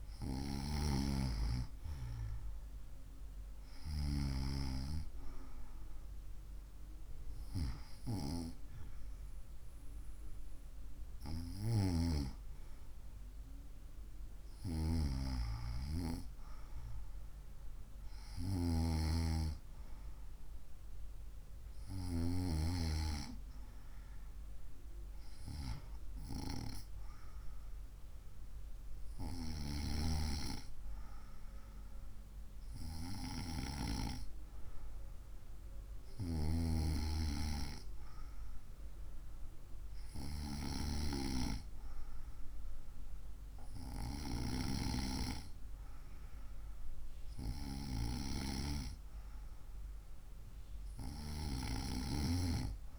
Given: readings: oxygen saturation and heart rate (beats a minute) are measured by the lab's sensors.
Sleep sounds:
breathing in sleep by a room microphone; none
0.00-2.00 s: arousal
From the record:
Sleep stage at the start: N2 (light sleep); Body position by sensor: on the right side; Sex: female

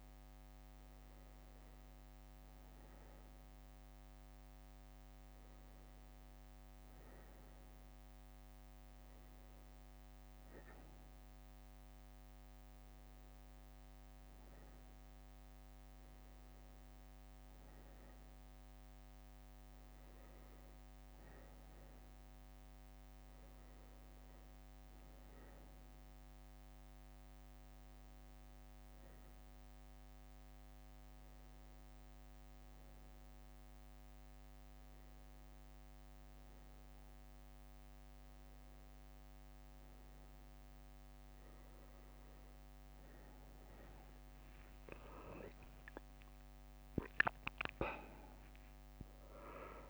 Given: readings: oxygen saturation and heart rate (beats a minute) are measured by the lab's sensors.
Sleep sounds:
breathing in sleep by a microphone on the trachea; none
42.50-47.50 s: arousal
44.00-46.00 s: long interval between heartbeats (device-marked, heart rate 65 before, 74 extreme)
46.50-47.50 s: leg movement (device-marked)
From the record:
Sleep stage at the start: N1 (lightest sleep); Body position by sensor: on the back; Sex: male

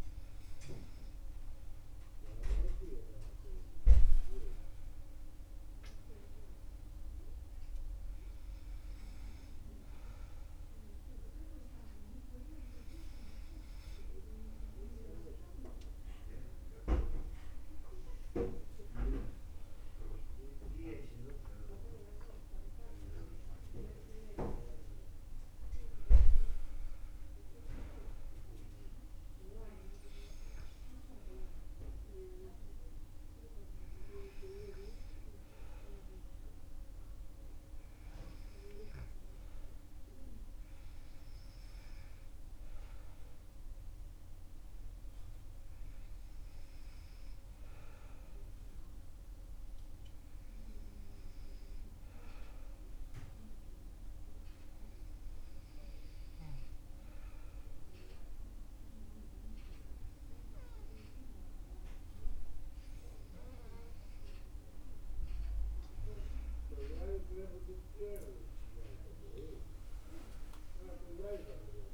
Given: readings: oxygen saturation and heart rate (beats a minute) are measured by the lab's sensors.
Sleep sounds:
breathing in sleep by a room microphone; 1
50.00-64.50 s: hypopnea (oxygen 98% before, 96% lowest, heart rate 63 before, 58 extreme, up 14 after)
66.50-71.00 s: arousal
From the record:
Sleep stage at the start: N2 (light sleep); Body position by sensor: on the back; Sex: male

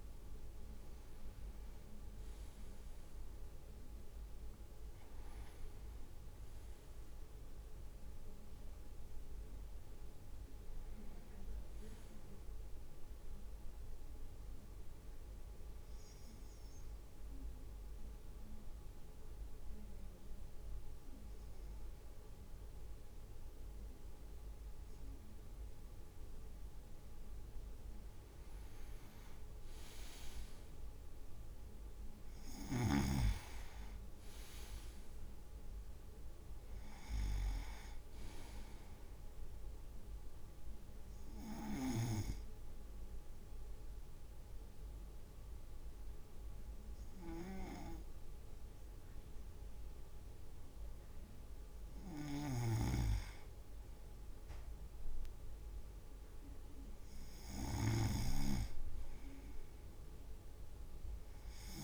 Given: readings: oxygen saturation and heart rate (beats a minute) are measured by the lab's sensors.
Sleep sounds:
breathing in sleep by a room microphone; 2
0.00-3.50 s: arousal
2.00-15.00 s: drop in pulse transit time (device-marked, heart rate 55 before, 58 extreme)
14.00-27.50 s: obstructive apnea (oxygen 98% before, 96% lowest, heart rate 58 before, 53 extreme, up 5 after)
27.50-29.00 s: leg movement (device-marked)
30.00-33.00 s: arousal
30.00-42.00 s: drop in pulse transit time (device-marked, heart rate 58 before, 53 extreme)
34.00-35.50 s: leg movement (device-marked)
41.50-51.50 s: obstructive apnea (oxygen 98% before, 96% lowest, heart rate 57 before, 55 extreme, up 5 after)
52.50-61.84 s: snoring (device-marked)
54.00-58.00 s: arousal
From the record:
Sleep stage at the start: N2 (light sleep); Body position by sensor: on the right side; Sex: male

